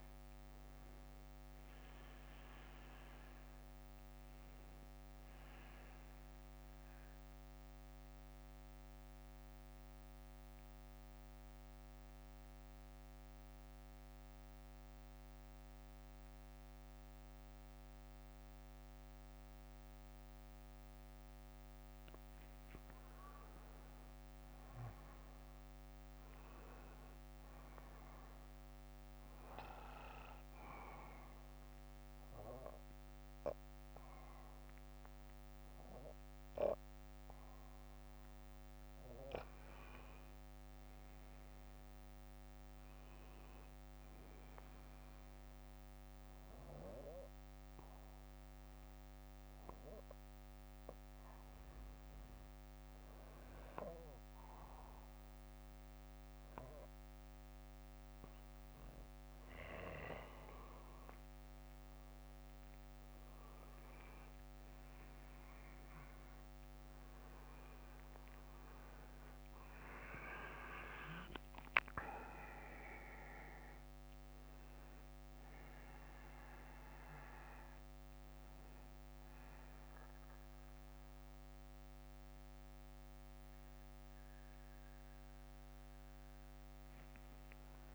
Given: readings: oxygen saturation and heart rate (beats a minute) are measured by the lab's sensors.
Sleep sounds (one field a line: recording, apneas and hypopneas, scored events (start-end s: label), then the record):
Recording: breathing in sleep by a microphone on the trachea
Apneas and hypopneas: 3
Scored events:
0.00-1.00 s: bradycardia (device-marked, heart rate 60 extreme)
4.00-21.00 s: bradycardia (device-marked, heart rate 61 before, 47 extreme)
7.50-21.00 s: mixed apnea (oxygen 96% before, 93% lowest, heart rate 62 before, 47 extreme, up 23 after)
23.00-26.50 s: arousal
31.00-34.00 s: bradycardia (device-marked, heart rate 61 before, 60 extreme)
31.00-41.00 s: obstructive apnea (oxygen 95% before, 93% lowest, heart rate 57 before, 56 extreme, up 12 after)
43.00-45.50 s: arousal
45.00-55.00 s: bradycardia (device-marked, heart rate 61 before, 58 extreme)
47.00-60.50 s: obstructive apnea (oxygen 99% before, 93% lowest, heart rate 63 before, 51 extreme, up 16 after)
62.00-66.00 s: arousal
78.00-87.95 s: bradycardia (device-marked, heart rate 61 before, 48 extreme)
From the record:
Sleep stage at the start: N2 (light sleep)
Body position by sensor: on the back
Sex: male